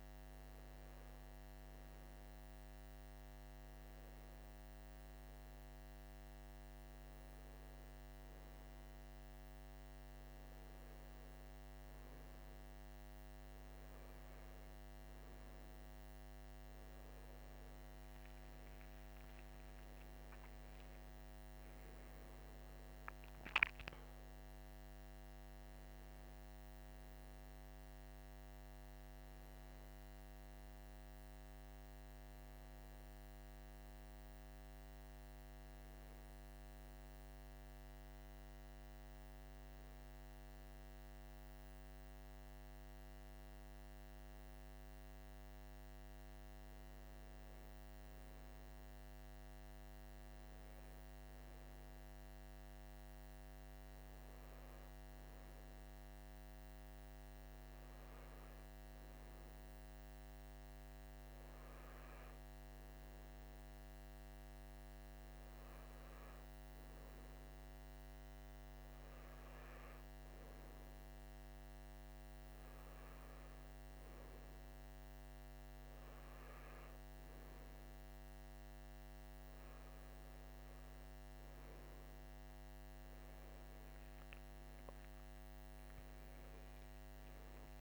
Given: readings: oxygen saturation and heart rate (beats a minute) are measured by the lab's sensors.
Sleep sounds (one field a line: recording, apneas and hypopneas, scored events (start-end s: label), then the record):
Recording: breathing in sleep, hard to hear, by a microphone on the trachea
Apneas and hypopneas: none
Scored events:
17.50-22.50 s: arousal
83.50-87.50 s: arousal
From the record:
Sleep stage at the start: N2 (light sleep)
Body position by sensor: on the right side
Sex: male